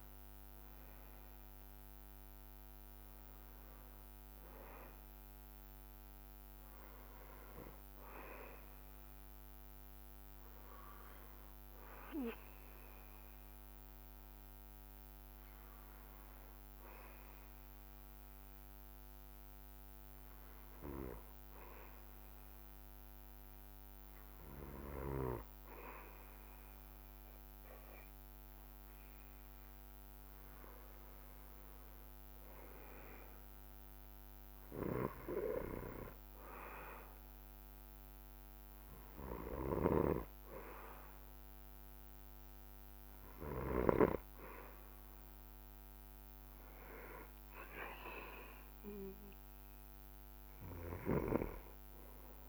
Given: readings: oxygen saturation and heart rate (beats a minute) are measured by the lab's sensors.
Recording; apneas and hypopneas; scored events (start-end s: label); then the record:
breathing in sleep by a microphone on the trachea; 1
0.00-3.00 s: arousal
10.50-22.00 s: hypopnea (oxygen 94% before, 91% lowest)
25.00-29.50 s: arousal
39.50-44.00 s: snoring (device-marked)
51.00-52.49 s: snoring (device-marked)
From the record:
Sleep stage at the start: N2 (light sleep); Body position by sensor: on the back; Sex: male